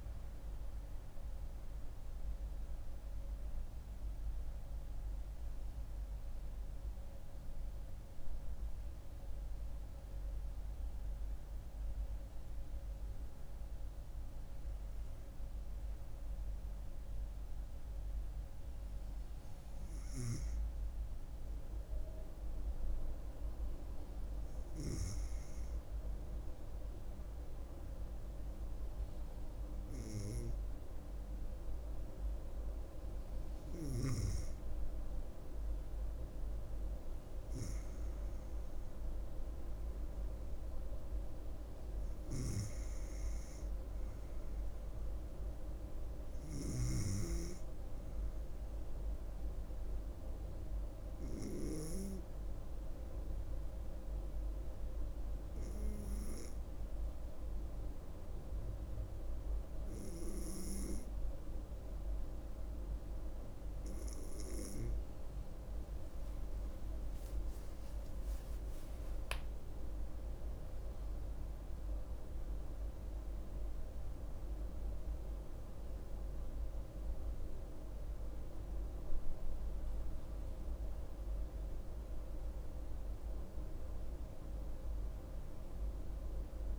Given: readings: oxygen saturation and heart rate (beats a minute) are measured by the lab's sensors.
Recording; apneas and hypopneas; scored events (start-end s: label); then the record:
breathing in sleep by a room microphone; 2
0.00-15.50 s: oxygen desaturation (device-marked, oxygen 93% lowest, heart rate 59 extreme)
16.00-34.50 s: hypopnea (oxygen 96% before, 94% lowest, heart rate 75 before, 59 extreme, up 5 after)
37.50-42.00 s: arousal
51.00-66.00 s: hypopnea (oxygen 98% before, 94% lowest, heart rate 65 before, 61 extreme, up 11 after)
67.00-70.50 s: arousal
From the record:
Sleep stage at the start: N2 (light sleep); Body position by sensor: on the right side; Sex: female